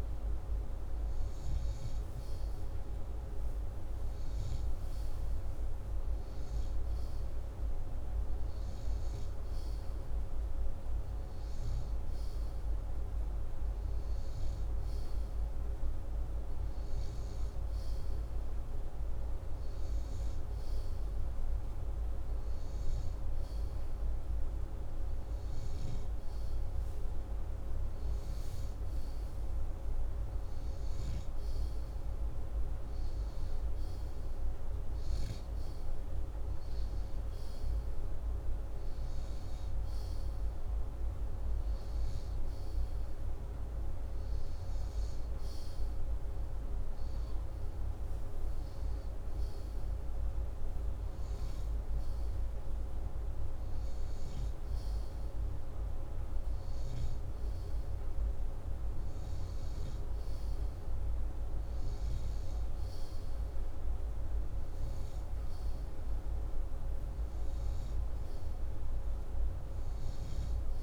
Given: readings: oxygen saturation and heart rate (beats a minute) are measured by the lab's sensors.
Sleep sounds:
breathing in sleep, hard to hear, by a room microphone; none
none scored
From the record:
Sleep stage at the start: N2 (light sleep); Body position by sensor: upright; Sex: male

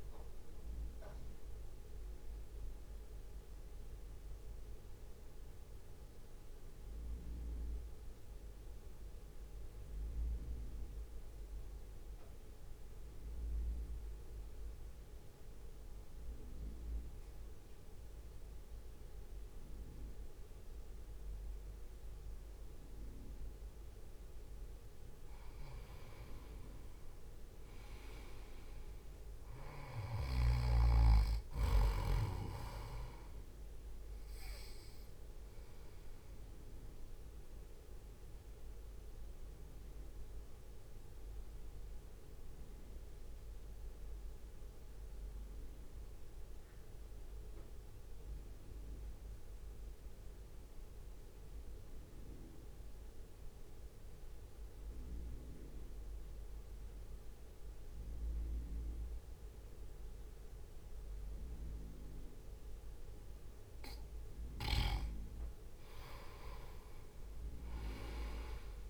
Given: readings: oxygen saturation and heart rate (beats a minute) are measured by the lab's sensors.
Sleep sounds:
breathing in sleep by a room microphone; 2
0.00-1.00 s: drop in pulse transit time (device-marked, heart rate 56 extreme)
0.00-16.00 s: oxygen desaturation (device-marked, oxygen 93% before, 87% lowest, heart rate 59 before, 55 extreme)
0.50-24.50 s: central apnea (oxygen 97% before, 87% lowest, heart rate 59 before, 55 extreme, up 4 after)
28.50-31.50 s: arousal
29.00-51.00 s: oxygen desaturation (device-marked, oxygen 98% before, 92% lowest, heart rate 63 before, 55 extreme)
36.50-64.50 s: mixed apnea (oxygen 98% before, 87% lowest, heart rate 63 before, 55 extreme, up 4 after)
58.50-60.50 s: long interval between heartbeats (device-marked, heart rate 60 before, 65 extreme)
65.00-68.90 s: oxygen desaturation (device-marked, oxygen 97% before, 87% lowest, heart rate 62 before, 55 extreme)
From the record:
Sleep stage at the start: N2 (light sleep); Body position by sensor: on the right side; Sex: male

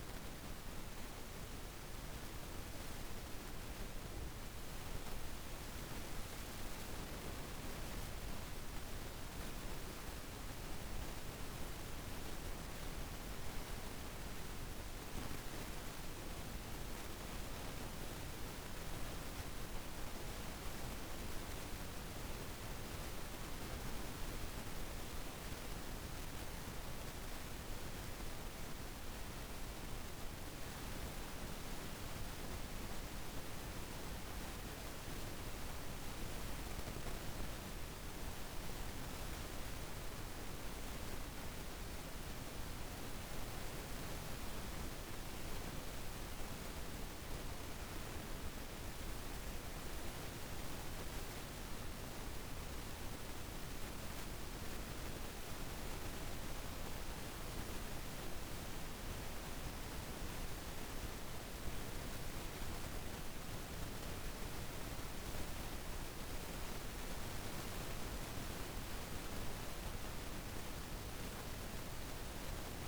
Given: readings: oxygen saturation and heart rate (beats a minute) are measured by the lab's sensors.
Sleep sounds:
breathing in sleep, hard to hear, by a room microphone; 2
2.50-10.50 s: oxygen desaturation (device-marked, oxygen 94% before, 91% lowest, heart rate 58 before, 53 extreme)
27.00-38.00 s: hypopnea (oxygen 95% before, 90% lowest, heart rate 55 before, 55 extreme, up 3 after)
38.50-59.50 s: oxygen desaturation (device-marked, oxygen 98% before, 92% lowest, heart rate 54 before, 56 extreme)
40.00-44.50 s: arousal
54.50-65.00 s: hypopnea (oxygen 98% before, 90% lowest, heart rate 56 before, 56 extreme, up 1 after)
67.50-70.50 s: arousal
From the record:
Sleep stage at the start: N1 (lightest sleep); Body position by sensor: on the back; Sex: female

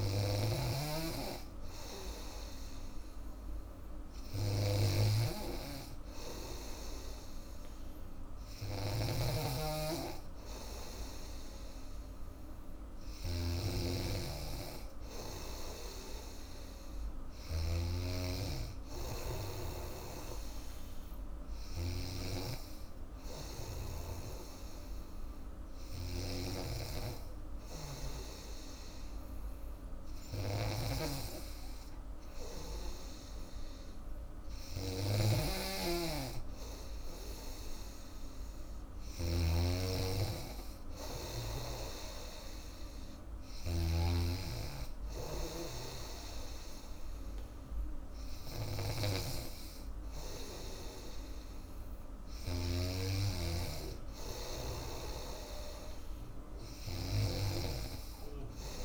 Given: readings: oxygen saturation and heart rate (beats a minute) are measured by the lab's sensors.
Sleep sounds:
breathing in sleep by a room microphone; none
0.00-17.50 s: snoring (device-marked)
22.00-52.50 s: snoring (device-marked)
57.00-58.85 s: snoring (device-marked)
From the record:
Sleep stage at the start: N2 (light sleep); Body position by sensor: on the back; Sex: female

